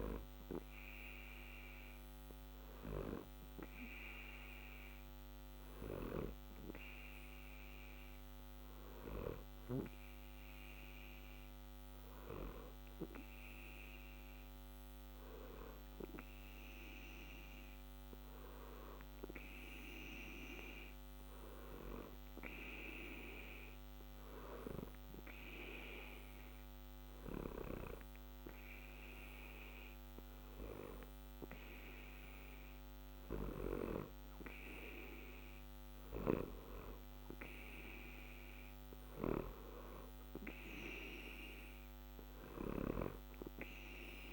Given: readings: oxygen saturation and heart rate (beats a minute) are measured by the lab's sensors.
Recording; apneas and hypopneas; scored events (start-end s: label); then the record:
breathing in sleep by a microphone on the trachea; none
0.00-1.50 s: oxygen desaturation (device-marked, oxygen 89% lowest, heart rate 60 extreme)
From the record:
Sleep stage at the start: N2 (light sleep); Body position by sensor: on the back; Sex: male